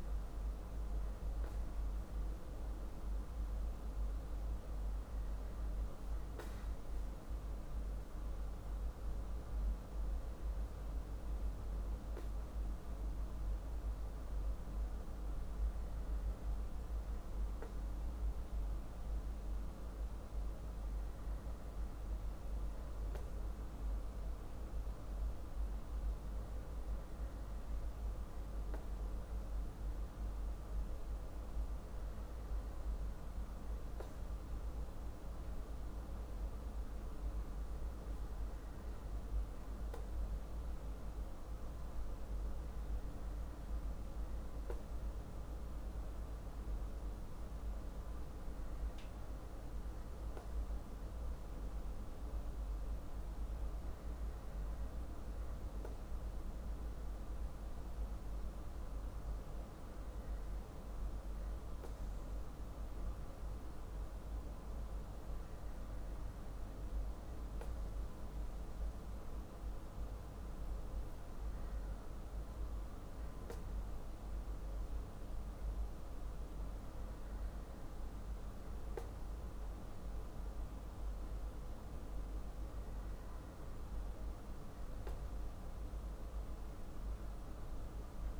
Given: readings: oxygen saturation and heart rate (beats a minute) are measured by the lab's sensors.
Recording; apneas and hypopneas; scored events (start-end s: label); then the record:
breathing in sleep, hard to hear, by a room microphone; none
none scored
From the record:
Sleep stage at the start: N2 (light sleep); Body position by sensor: on the back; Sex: male